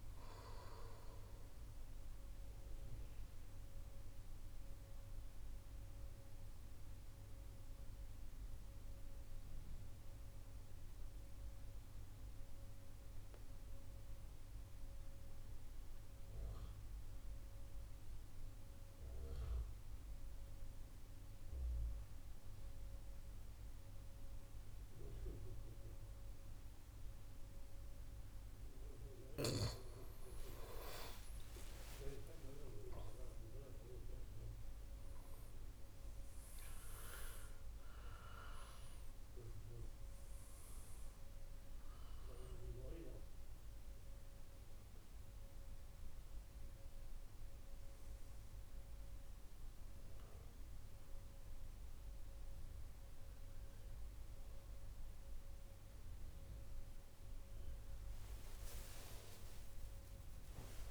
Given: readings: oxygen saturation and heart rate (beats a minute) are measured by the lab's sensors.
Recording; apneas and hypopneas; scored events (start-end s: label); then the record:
breathing in sleep by a room microphone; 1
3.50-28.50 s: mixed apnea (oxygen 98% before, 91% lowest)
23.50-57.50 s: oxygen desaturation (device-marked, oxygen 98% before, 91% lowest, heart rate 101 before, 66 extreme)
30.50-35.00 s: arousal
59.00-60.91 s: arousal
From the record:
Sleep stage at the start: N2 (light sleep); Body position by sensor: on the right side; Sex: male